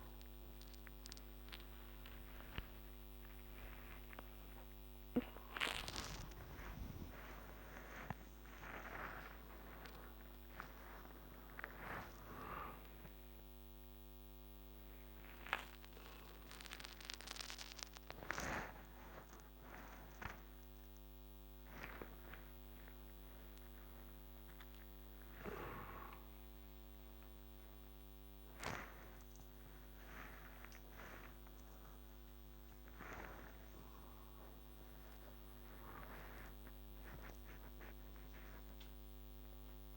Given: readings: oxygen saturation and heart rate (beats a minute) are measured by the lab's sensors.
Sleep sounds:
a person awake in a sleep study, by a microphone on the trachea; none
0.00-2.00 s: long interval between heartbeats (device-marked, heart rate 121 before, 126 extreme)
3.00-5.00 s: long interval between heartbeats (device-marked, heart rate 132 before, 140 extreme)
7.50-9.50 s: long interval between heartbeats (device-marked, heart rate 144 before, 99 extreme)
15.00-17.00 s: long interval between heartbeats (device-marked, heart rate 125 before, 95 extreme)
18.00-20.00 s: long interval between heartbeats (device-marked, heart rate 115 before, 101 extreme)
25.50-27.50 s: long interval between heartbeats (device-marked, heart rate 98 before, 87 extreme)
28.50-30.50 s: long interval between heartbeats (device-marked, heart rate 95 before, 106 extreme)
32.50-34.50 s: long interval between heartbeats (device-marked, heart rate 96 before, 98 extreme)
35.00-37.00 s: long interval between heartbeats (device-marked, heart rate 96 before, 101 extreme)
38.00-39.97 s: long interval between heartbeats (device-marked, heart rate 98 before, 106 extreme)
From the record:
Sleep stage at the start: awake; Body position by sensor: upright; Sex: male

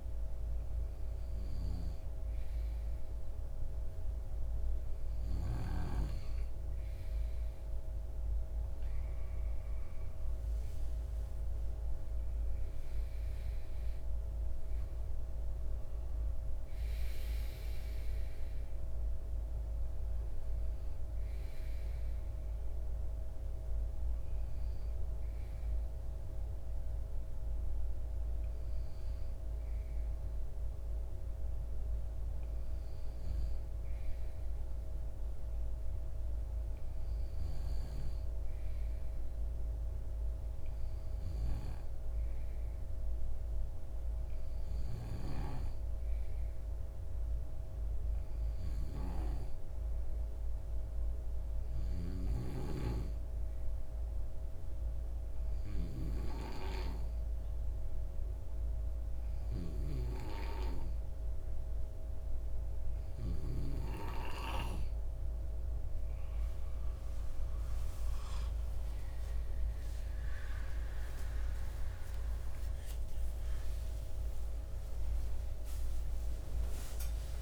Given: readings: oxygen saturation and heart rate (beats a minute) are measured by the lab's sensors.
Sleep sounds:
breathing in sleep by a room microphone; none
69.50-75.50 s: arousal
From the record:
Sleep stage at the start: N2 (light sleep); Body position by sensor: on the left side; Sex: male

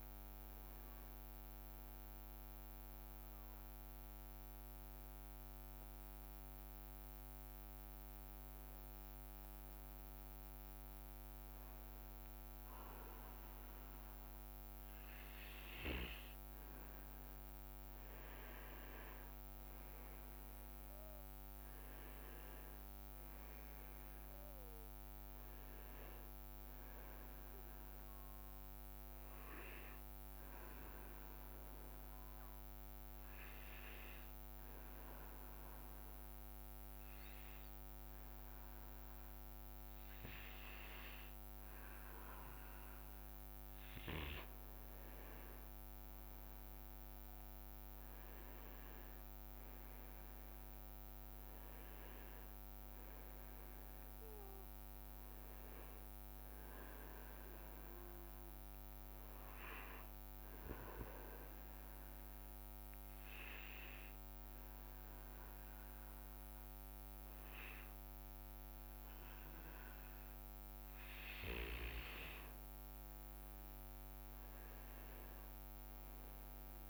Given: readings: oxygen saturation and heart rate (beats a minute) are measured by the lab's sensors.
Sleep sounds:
breathing in sleep by a microphone on the trachea; 3
3.00-16.50 s: hypopnea (oxygen 97% before, 94% lowest, heart rate 71 before, 60 extreme, up 10 after)
18.00-20.50 s: leg movement (device-marked)
19.50-23.50 s: arousal
20.00-37.00 s: oxygen desaturation (device-marked, oxygen 98% before, 94% lowest, heart rate 62 before, 61 extreme)
30.50-43.00 s: obstructive apnea (oxygen 98% before, 94% lowest, heart rate 65 before, 60 extreme, up 5 after)
45.00-49.00 s: arousal
45.50-50.00 s: leg movement (device-marked)
48.00-66.00 s: oxygen desaturation (device-marked, oxygen 98% before, 94% lowest, heart rate 63 before, 60 extreme)
60.00-72.50 s: obstructive apnea (oxygen 98% before, 94% lowest, heart rate 65 before, 60 extreme, up 6 after)
75.50-76.90 s: arousal
From the record:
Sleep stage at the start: N2 (light sleep); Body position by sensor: on the back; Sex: male

